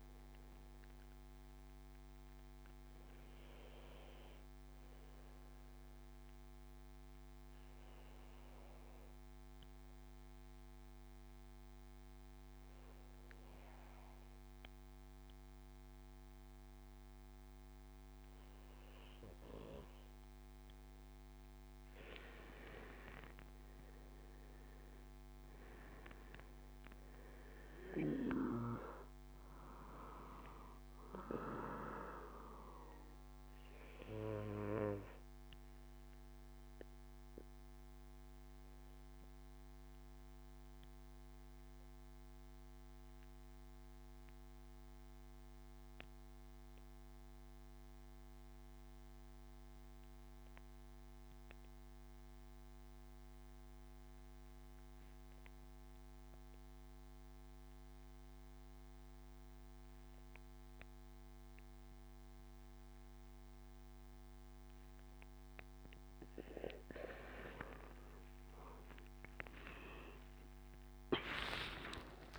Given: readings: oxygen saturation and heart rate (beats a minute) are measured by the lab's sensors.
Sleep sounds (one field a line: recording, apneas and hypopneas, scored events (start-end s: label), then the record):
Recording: breathing in sleep by a microphone on the trachea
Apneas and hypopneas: 2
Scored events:
2.50-21.00 s: obstructive apnea (oxygen 99% before, 89% lowest, heart rate 74 before, 73 extreme, up 9 after)
19.00-41.00 s: oxygen desaturation (device-marked, oxygen 98% before, 94% lowest, heart rate 74 before, 73 extreme)
22.50-26.00 s: arousal
32.50-64.50 s: obstructive apnea (oxygen 98% before, 89% lowest, heart rate 77 before, 73 extreme, up 16 after)
58.00-72.39 s: oxygen desaturation (device-marked, oxygen 98% before, 89% lowest, heart rate 75 before, 67 extreme)
69.00-72.39 s: arousal
From the record:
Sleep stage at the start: N2 (light sleep)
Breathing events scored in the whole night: 223 in 5.4 hours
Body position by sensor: on the back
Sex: male